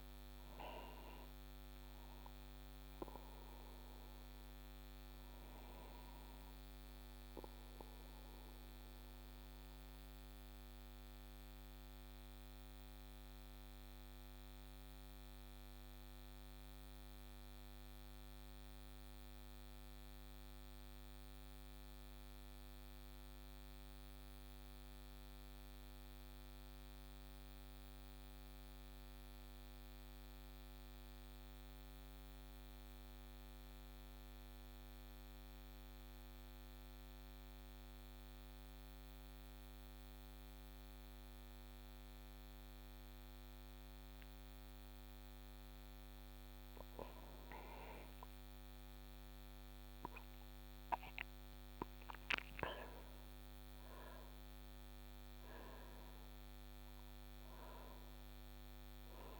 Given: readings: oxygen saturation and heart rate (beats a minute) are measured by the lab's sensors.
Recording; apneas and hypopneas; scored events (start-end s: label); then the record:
breathing in sleep by a microphone on the trachea; 1
0.00-12.50 s: oxygen desaturation (device-marked, oxygen 93% lowest)
9.50-46.00 s: mixed apnea (oxygen 96% before, 91% lowest)
41.50-59.40 s: oxygen desaturation (device-marked, oxygen 96% before, 91% lowest)
49.50-55.00 s: arousal
From the record:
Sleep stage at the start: N2 (light sleep); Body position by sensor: on the back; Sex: male